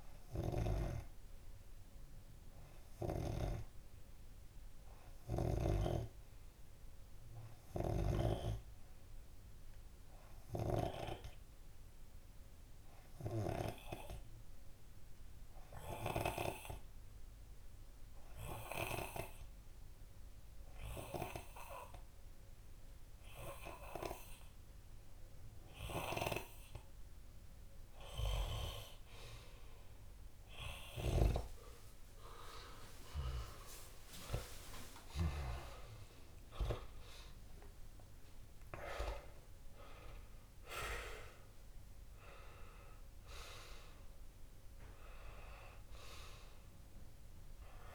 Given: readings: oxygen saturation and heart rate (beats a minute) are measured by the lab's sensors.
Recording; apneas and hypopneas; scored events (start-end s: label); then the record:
breathing in sleep by a room microphone; 1
0.00-1.50 s: arousal
17.50-29.00 s: obstructive apnea (oxygen 98% before, 93% lowest)
31.00-34.00 s: arousal
From the record:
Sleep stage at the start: N2 (light sleep); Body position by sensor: on the left side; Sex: male